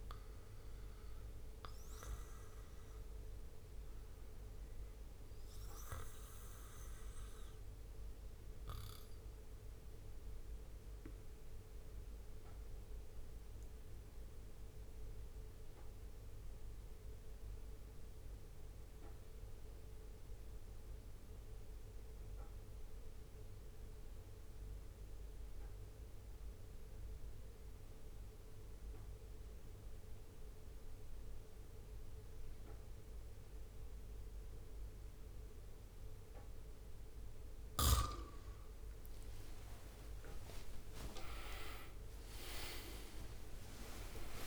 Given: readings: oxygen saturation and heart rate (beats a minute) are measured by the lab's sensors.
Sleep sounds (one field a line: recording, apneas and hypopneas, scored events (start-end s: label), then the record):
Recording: breathing in sleep by a room microphone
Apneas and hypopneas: 1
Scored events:
1.50-36.00 s: obstructive apnea (oxygen 97% before, 86% lowest, heart rate 68 before, 67 extreme, up 25 after)
28.00-44.47 s: oxygen desaturation (device-marked, oxygen 95% before, 86% lowest, heart rate 69 before, 68 extreme)
39.50-44.47 s: arousal
41.00-44.47 s: tachycardia (device-marked, heart rate 68 before, 106 extreme)
41.50-44.47 s: leg movement (device-marked)
42.50-44.47 s: long interval between heartbeats (device-marked, heart rate 71 before, 82 extreme)
From the record:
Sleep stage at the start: N2 (light sleep)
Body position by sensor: on the back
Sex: male